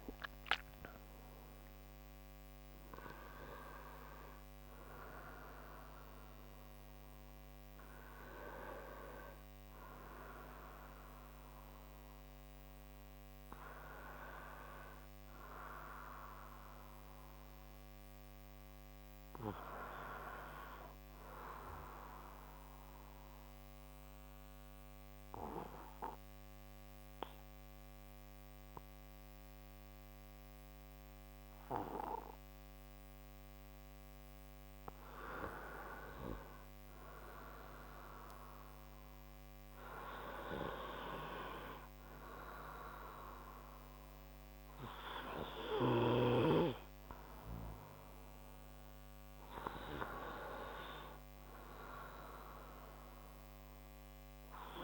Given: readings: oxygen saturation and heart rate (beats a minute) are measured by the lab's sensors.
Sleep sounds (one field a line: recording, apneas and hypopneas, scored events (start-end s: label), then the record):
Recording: breathing in sleep by a microphone on the trachea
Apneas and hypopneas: 1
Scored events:
0.00-4.50 s: oxygen desaturation (device-marked, oxygen 90% lowest, heart rate 63 extreme)
15.50-19.50 s: arousal
22.50-36.50 s: central apnea (oxygen 94% before, 91% lowest, heart rate 67 before, 64 extreme, up 7 after)
38.00-42.50 s: arousal
42.50-54.84 s: oxygen desaturation (device-marked, oxygen 96% before, 91% lowest, heart rate 66 before, 66 extreme)
From the record:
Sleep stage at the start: N1 (lightest sleep)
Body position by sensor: on the front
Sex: male